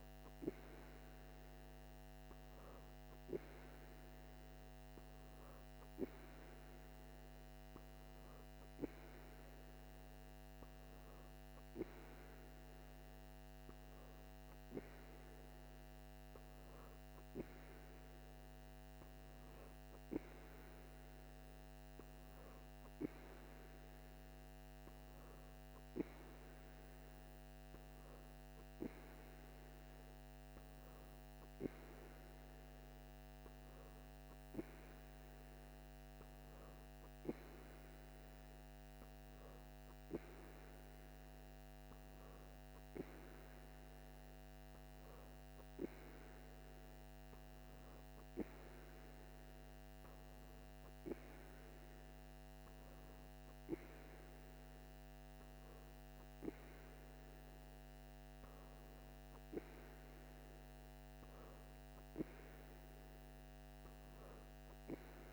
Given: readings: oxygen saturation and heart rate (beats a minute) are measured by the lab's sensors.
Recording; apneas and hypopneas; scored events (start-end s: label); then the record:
breathing in sleep by a microphone on the trachea; none
none scored
From the record:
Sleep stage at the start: N2 (light sleep); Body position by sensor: on the right side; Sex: female